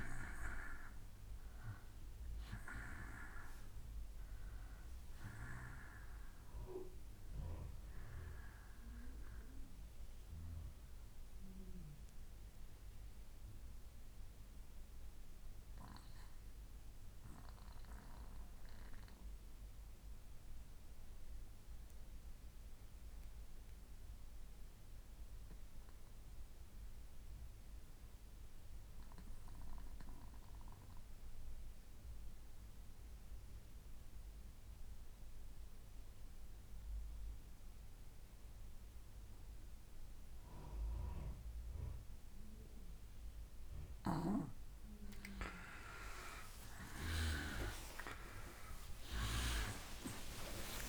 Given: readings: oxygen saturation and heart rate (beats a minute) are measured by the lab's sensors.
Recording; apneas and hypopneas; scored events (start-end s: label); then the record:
breathing in sleep by a room microphone; 1
0.00-9.00 s: oxygen desaturation (device-marked, oxygen 85% lowest, heart rate 65 extreme)
9.00-41.50 s: obstructive apnea (oxygen 95% before, 84% lowest, heart rate 73 before, 65 extreme, up 56 after)
33.00-50.89 s: oxygen desaturation (device-marked, oxygen 96% before, 84% lowest, heart rate 69 before, 64 extreme)
45.50-49.50 s: arousal
From the record:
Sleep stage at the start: N2 (light sleep); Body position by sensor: on the back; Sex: male